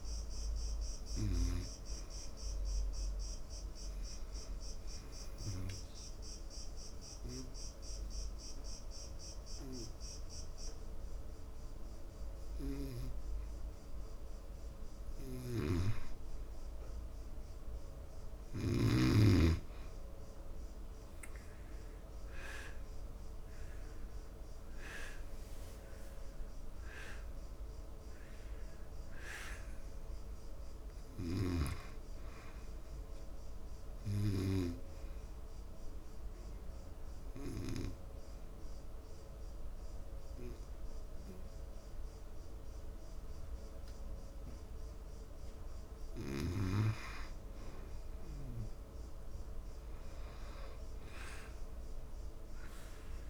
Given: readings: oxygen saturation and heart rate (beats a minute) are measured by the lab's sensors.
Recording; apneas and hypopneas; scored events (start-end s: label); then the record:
breathing in sleep by a room microphone; 2
5.50-17.00 s: hypopnea (oxygen 93% before, 85% lowest, heart rate 75 before, 74 extreme)
16.00-28.00 s: oxygen desaturation (device-marked, oxygen 93% before, 90% lowest, heart rate 76 before, 74 extreme)
22.50-28.00 s: arousal
36.00-47.00 s: obstructive apnea (oxygen 96% before, 81% lowest, heart rate 77 before, 74 extreme, up 0 after)
37.00-50.00 s: oxygen desaturation (device-marked, oxygen 96% before, 85% lowest, heart rate 77 before, 74 extreme)
From the record:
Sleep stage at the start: N2 (light sleep); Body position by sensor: on the back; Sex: male